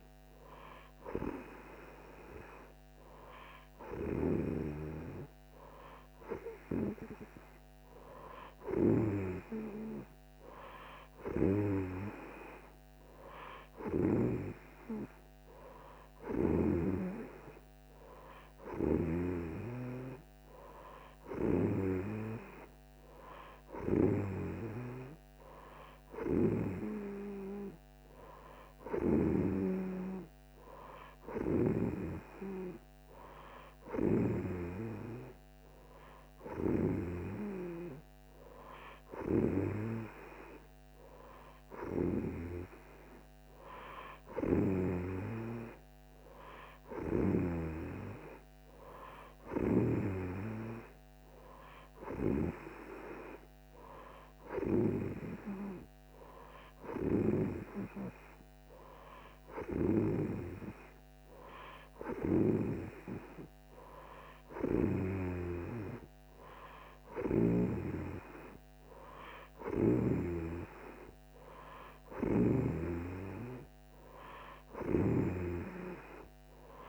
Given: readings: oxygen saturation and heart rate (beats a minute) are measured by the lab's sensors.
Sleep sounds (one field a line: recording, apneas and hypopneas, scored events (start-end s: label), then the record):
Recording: breathing in sleep by a microphone on the trachea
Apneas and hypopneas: none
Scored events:
none scored
From the record:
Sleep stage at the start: N2 (light sleep)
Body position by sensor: on the right side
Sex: female